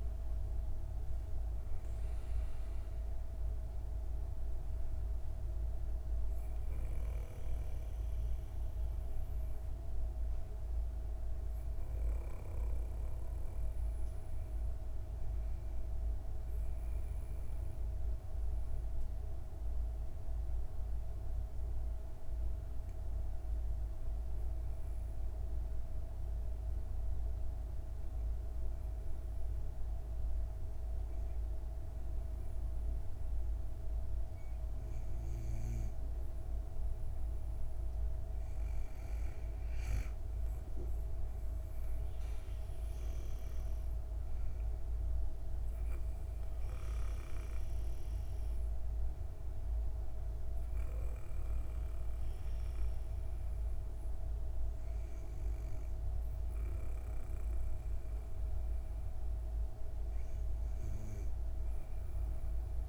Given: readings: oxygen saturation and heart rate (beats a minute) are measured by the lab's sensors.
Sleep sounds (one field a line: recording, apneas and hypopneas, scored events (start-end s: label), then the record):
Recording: breathing in sleep, hard to hear, by a room microphone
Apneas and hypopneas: 1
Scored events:
16.50-37.00 s: obstructive apnea (oxygen 97% before, 93% lowest, heart rate 81 before, 56 extreme, up 3 after)
33.00-62.89 s: oxygen desaturation (device-marked, oxygen 98% before, 95% lowest, heart rate 76 before, 56 extreme)
39.00-43.00 s: arousal
From the record:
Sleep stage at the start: N2 (light sleep)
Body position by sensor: on the back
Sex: female